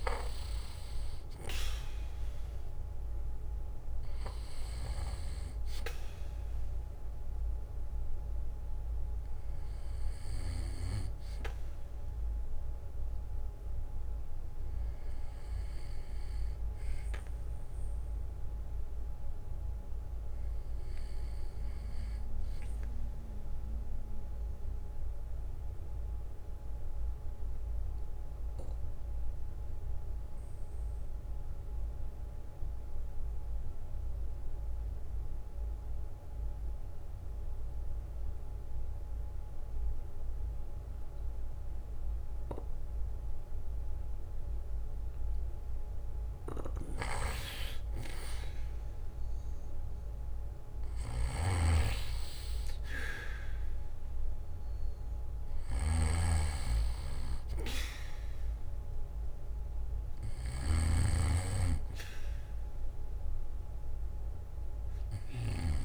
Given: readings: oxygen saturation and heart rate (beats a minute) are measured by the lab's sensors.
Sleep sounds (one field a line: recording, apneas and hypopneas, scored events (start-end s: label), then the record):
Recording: breathing in sleep by a room microphone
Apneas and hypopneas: 1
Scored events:
16.50-30.50 s: oxygen desaturation (device-marked, oxygen 95% before, 90% lowest, heart rate 68 before, 59 extreme)
24.00-45.00 s: obstructive apnea (oxygen 96% before, 90% lowest, heart rate 66 before, 59 extreme, up 9 after)
47.00-50.50 s: arousal
50.50-64.50 s: oxygen desaturation (device-marked, oxygen 97% before, 94% lowest, heart rate 64 before, 60 extreme)
51.00-65.85 s: snoring (device-marked)
From the record:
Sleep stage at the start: REM sleep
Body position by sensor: on the back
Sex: male